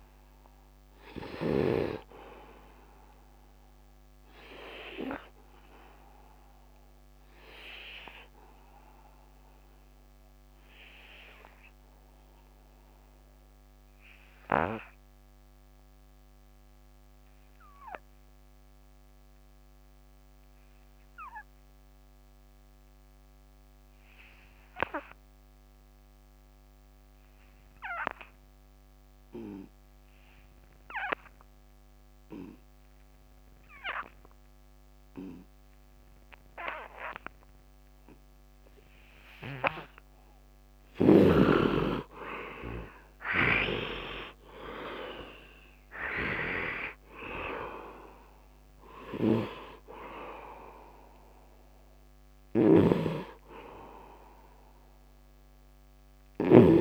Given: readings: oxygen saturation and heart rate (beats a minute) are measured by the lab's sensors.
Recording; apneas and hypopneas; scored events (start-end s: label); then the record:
breathing in sleep by a microphone on the trachea; 1
0.00-1.50 s: snoring (device-marked)
0.00-22.00 s: oxygen desaturation (device-marked, oxygen 72% lowest, heart rate 71 extreme)
3.50-37.00 s: obstructive apnea (oxygen 96% before, 68% lowest, heart rate 84 before, 71 extreme, up 6 after)
24.00-56.81 s: oxygen desaturation (device-marked, oxygen 99% before, 68% lowest, heart rate 73 before, 71 extreme)
41.00-44.50 s: arousal
43.00-56.50 s: snoring (device-marked)
From the record:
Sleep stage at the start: N2 (light sleep); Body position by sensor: on the right side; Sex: male